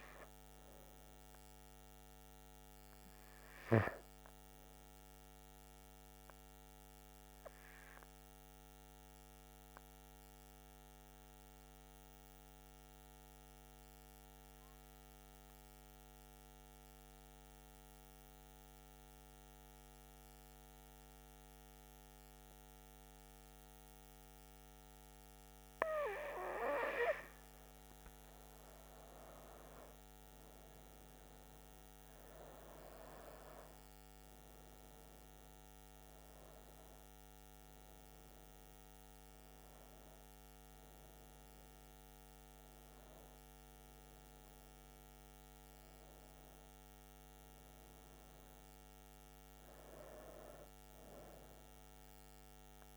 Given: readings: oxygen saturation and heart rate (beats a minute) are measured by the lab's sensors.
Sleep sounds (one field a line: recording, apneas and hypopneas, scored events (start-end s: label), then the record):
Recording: breathing in sleep by a microphone on the trachea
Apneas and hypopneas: 1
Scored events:
0.00-5.00 s: oxygen desaturation (device-marked, oxygen 92% lowest, heart rate 63 extreme)
6.00-26.00 s: hypopnea (oxygen 98% before, 93% lowest, heart rate 68 before, 65 extreme, up 8 after)
24.00-50.00 s: oxygen desaturation (device-marked, oxygen 98% before, 93% lowest, heart rate 65 before, 61 extreme)
27.50-31.00 s: arousal
From the record:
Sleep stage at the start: N2 (light sleep)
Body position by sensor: on the right side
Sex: female